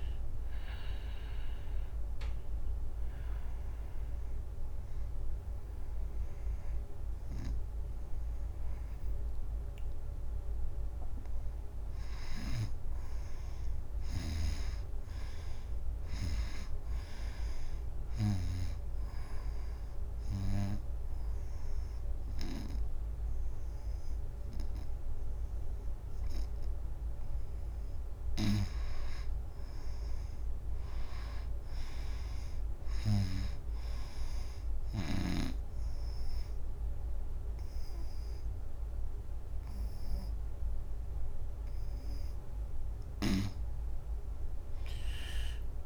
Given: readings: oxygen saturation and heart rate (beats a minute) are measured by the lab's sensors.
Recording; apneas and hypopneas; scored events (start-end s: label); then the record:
breathing in sleep by a room microphone; 2
0.00-3.00 s: oxygen desaturation (device-marked, oxygen 91% lowest, heart rate 85 extreme)
1.50-12.00 s: obstructive apnea (oxygen 96% before, 87% lowest, heart rate 90 before, 85 extreme, up 3 after)
13.50-16.50 s: arousal
18.00-29.00 s: oxygen desaturation (device-marked, oxygen 96% before, 89% lowest, heart rate 89 before, 82 extreme)
20.00-30.00 s: obstructive apnea (oxygen 98% before, 87% lowest, heart rate 88 before, 82 extreme, up 3 after)
37.00-44.00 s: oxygen desaturation (device-marked, oxygen 94% before, 89% lowest, heart rate 92 before, 82 extreme)
43.50-45.86 s: arousal
From the record:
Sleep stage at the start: N2 (light sleep); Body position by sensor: on the right side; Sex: female